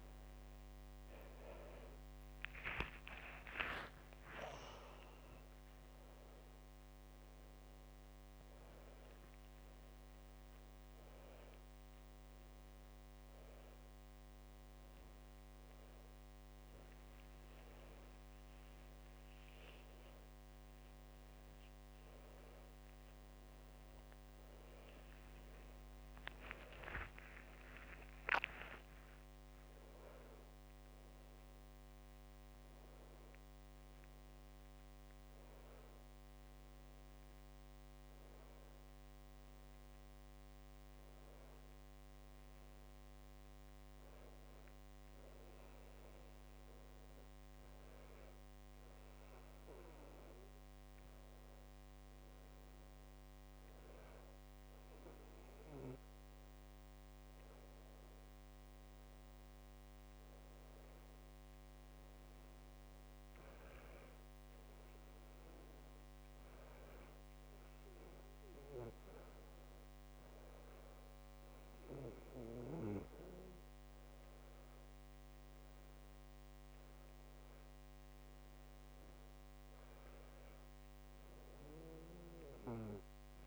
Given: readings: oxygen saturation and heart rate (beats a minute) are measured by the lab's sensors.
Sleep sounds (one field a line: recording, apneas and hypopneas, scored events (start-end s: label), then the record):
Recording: a person partly awake in a sleep study, by a microphone on the trachea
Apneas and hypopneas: none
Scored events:
28.00-58.00 s: new sleep stage, N1 (lightest sleep)
58.00-83.47 s: new sleep stage, N2 (light sleep)
From the record:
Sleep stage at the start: awake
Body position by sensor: on the back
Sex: male